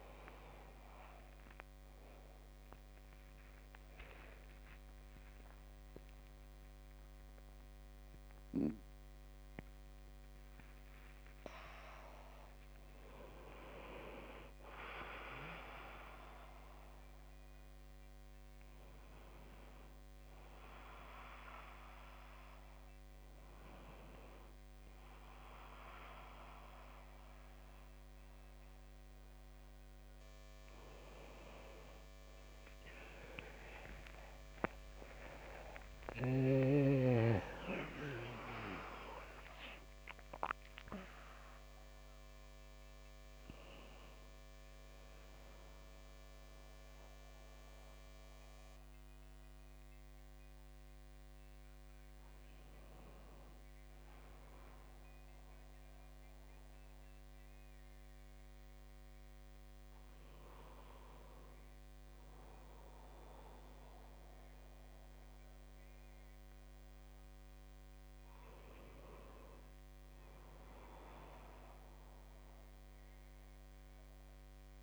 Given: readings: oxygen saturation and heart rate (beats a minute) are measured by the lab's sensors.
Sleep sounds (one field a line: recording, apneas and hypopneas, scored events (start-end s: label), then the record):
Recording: a person awake in a sleep study, by a microphone on the trachea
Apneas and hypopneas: none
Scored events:
9.00-18.00 s: oxygen desaturation (device-marked, oxygen 99% before, 95% lowest, heart rate 68 before, 64 extreme)
41.00-71.00 s: new sleep stage, N1 (lightest sleep)
71.00-74.83 s: new sleep stage, N2 (light sleep)
From the record:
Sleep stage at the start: awake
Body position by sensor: on the back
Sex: male